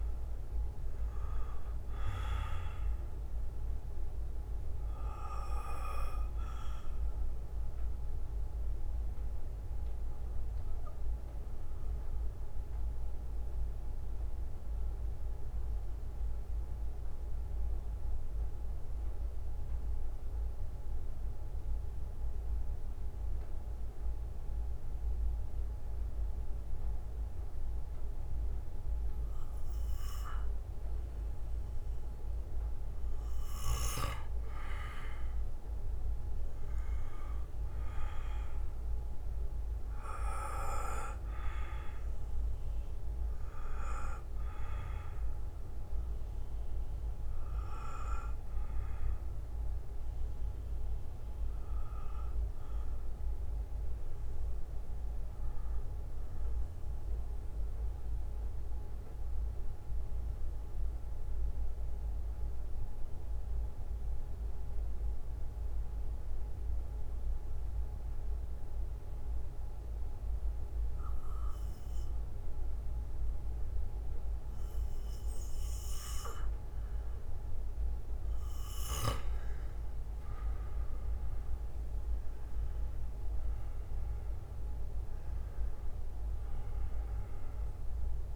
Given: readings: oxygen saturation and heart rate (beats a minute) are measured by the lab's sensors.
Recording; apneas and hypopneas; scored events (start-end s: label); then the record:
breathing in sleep by a room microphone; 2
1.50-31.50 s: bradycardia (device-marked, heart rate 60 before, 49 extreme)
16.00-34.00 s: mixed apnea (oxygen 98% before, 90% lowest, heart rate 59 before, 49 extreme, up 11 after)
19.50-30.50 s: oxygen desaturation (device-marked, oxygen 95% before, 90% lowest, heart rate 58 before, 54 extreme)
36.00-40.50 s: arousal
39.50-51.50 s: oxygen desaturation (device-marked, oxygen 98% before, 94% lowest, heart rate 57 before, 54 extreme)
54.50-76.50 s: bradycardia (device-marked, heart rate 60 before, 54 extreme)
57.00-77.50 s: mixed apnea (oxygen 98% before, 91% lowest, heart rate 62 before, 53 extreme, up 10 after)
59.50-70.50 s: oxygen desaturation (device-marked, oxygen 95% before, 91% lowest, heart rate 62 before, 56 extreme)
80.00-84.00 s: arousal
From the record:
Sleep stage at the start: N2 (light sleep); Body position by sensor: on the back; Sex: male